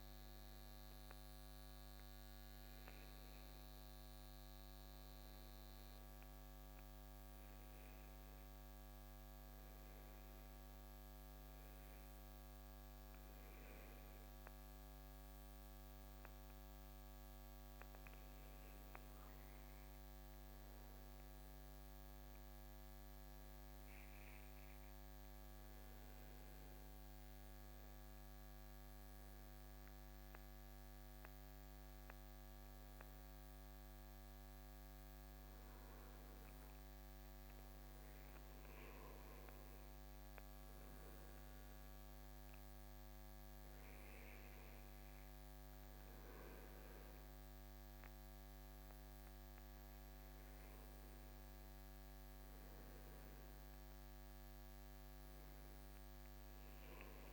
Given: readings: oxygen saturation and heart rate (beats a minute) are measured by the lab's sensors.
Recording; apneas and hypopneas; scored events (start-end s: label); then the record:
breathing in sleep, hard to hear, by a microphone on the trachea; none
none scored
From the record:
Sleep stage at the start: N2 (light sleep); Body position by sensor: on the right side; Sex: male